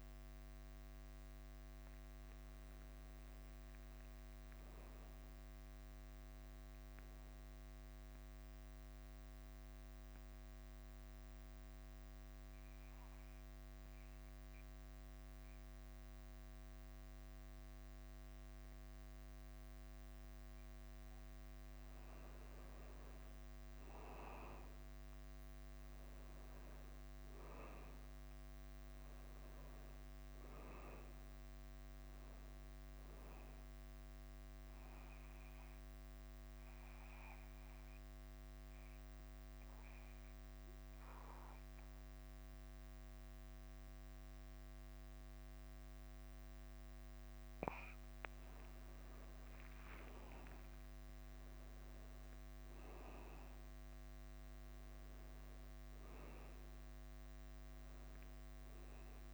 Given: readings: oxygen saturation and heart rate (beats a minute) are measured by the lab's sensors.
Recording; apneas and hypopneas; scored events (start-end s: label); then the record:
breathing in sleep, hard to hear, by a microphone on the trachea; 2
0.00-11.00 s: oxygen desaturation (device-marked, oxygen 94% lowest, heart rate 49 extreme)
0.00-59.34 s: bradycardia (device-marked, heart rate 35 extreme)
9.00-21.50 s: central apnea (oxygen 99% before, 96% lowest, heart rate 49 before, 47 extreme, up 4 after)
22.50-26.00 s: arousal
35.00-48.00 s: central apnea (oxygen 100% before, 97% lowest, heart rate 51 before, 47 extreme, up 3 after)
48.50-52.00 s: arousal
55.00-59.34 s: new sleep stage, N1 (lightest sleep)
From the record:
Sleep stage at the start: N2 (light sleep); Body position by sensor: on the back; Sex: male